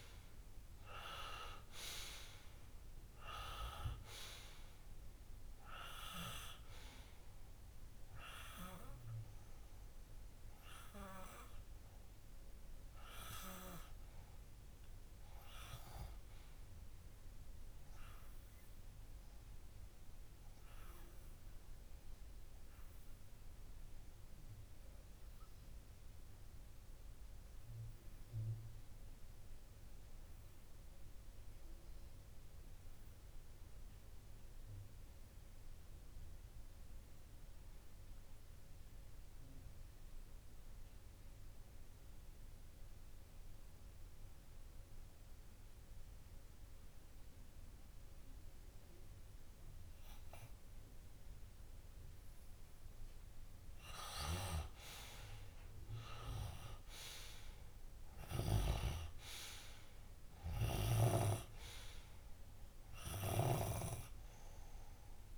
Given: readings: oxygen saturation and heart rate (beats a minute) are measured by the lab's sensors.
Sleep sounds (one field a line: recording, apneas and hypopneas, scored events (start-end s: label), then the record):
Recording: breathing in sleep by a room microphone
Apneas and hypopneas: 1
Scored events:
0.00-14.00 s: oxygen desaturation (device-marked, oxygen 95% lowest)
16.50-53.50 s: obstructive apnea (oxygen 98% before, 90% lowest)
32.50-34.50 s: long interval between heartbeats (device-marked)
48.00-65.38 s: oxygen desaturation (device-marked, oxygen 98% before, 90% lowest)
57.00-60.50 s: arousal
From the record:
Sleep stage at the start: N2 (light sleep)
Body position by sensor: on the left side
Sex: male